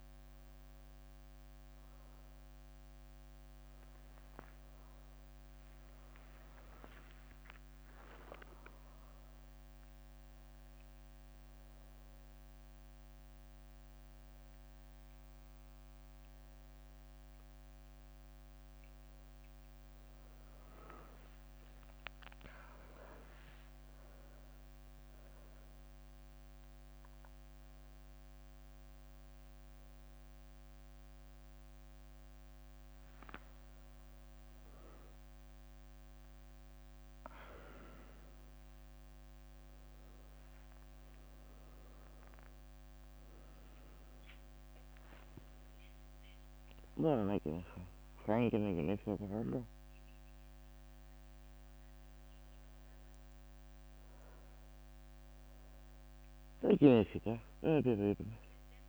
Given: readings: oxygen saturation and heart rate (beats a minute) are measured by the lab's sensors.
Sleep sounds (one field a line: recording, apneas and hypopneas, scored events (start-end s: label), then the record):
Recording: a person awake in a sleep study, by a microphone on the trachea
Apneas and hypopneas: none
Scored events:
4.50-8.50 s: tachycardia (device-marked, heart rate 73 before, 107 extreme)
6.00-8.00 s: long interval between heartbeats (device-marked, heart rate 79 before, 86 extreme)
15.00-17.50 s: leg movement (device-marked)
19.00-25.00 s: leg movement (device-marked)
41.00-42.50 s: leg movement (device-marked)
From the record:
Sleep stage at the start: awake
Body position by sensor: on the back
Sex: female